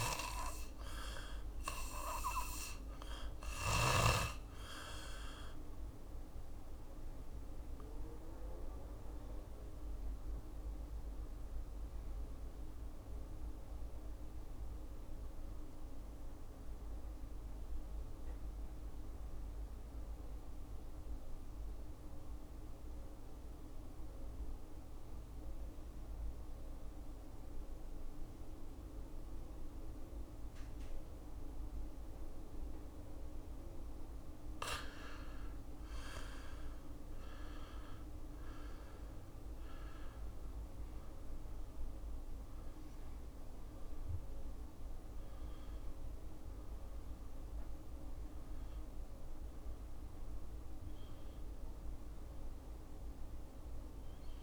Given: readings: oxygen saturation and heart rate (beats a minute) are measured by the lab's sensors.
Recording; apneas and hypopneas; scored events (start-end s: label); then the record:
breathing in sleep by a room microphone; 1
0.00-20.50 s: oxygen desaturation (device-marked, oxygen 84% lowest, heart rate 63 extreme)
1.50-34.00 s: obstructive apnea (oxygen 99% before, 84% lowest, heart rate 67 before, 63 extreme, up 6 after)
32.50-54.43 s: oxygen desaturation (device-marked, oxygen 98% before, 86% lowest, heart rate 64 before, 65 extreme)
35.50-40.50 s: arousal
From the record:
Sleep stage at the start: N2 (light sleep); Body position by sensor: on the back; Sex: male